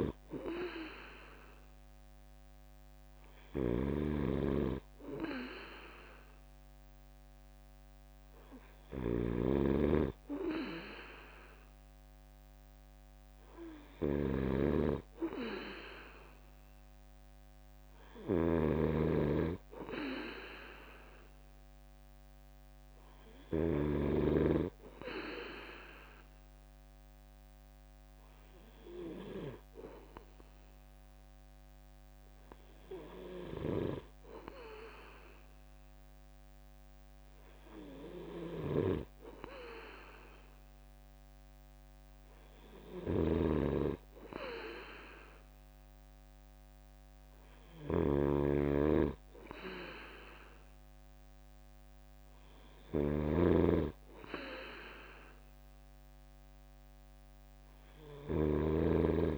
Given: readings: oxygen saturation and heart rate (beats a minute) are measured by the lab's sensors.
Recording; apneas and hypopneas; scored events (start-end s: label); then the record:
breathing in sleep by a microphone on the trachea; none
0.00-24.00 s: snoring (device-marked)
42.50-59.38 s: snoring (device-marked)
From the record:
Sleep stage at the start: N2 (light sleep); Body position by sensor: on the right side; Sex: male